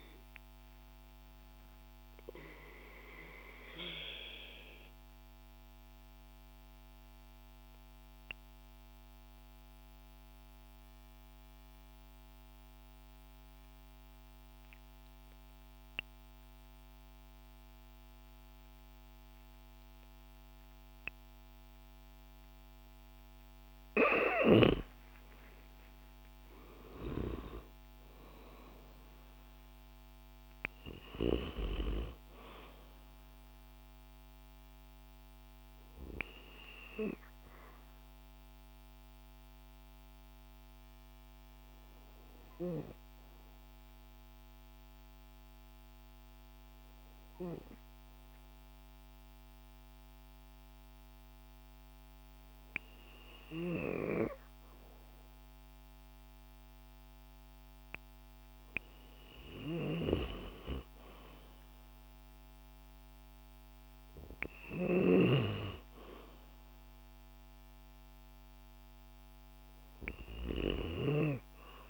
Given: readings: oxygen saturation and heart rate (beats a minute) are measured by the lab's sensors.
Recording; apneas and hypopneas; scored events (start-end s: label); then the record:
breathing in sleep by a microphone on the trachea; 2
0.50-22.50 s: obstructive apnea (oxygen 97% before, 92% lowest, heart rate 109 before, 92 extreme, up 4 after)
1.00-17.00 s: oxygen desaturation (device-marked, oxygen 97% before, 92% lowest, heart rate 109 before, 92 extreme)
24.00-28.00 s: arousal
25.00-49.00 s: oxygen desaturation (device-marked, oxygen 98% before, 92% lowest, heart rate 139 before, 43 extreme)
39.00-56.00 s: hypopnea (oxygen 98% before, 92% lowest, heart rate 121 before, 43 extreme, up 43 after)
58.00-62.00 s: arousal
59.00-70.00 s: snoring (device-marked)
From the record:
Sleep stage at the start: N2 (light sleep); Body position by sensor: on the back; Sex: female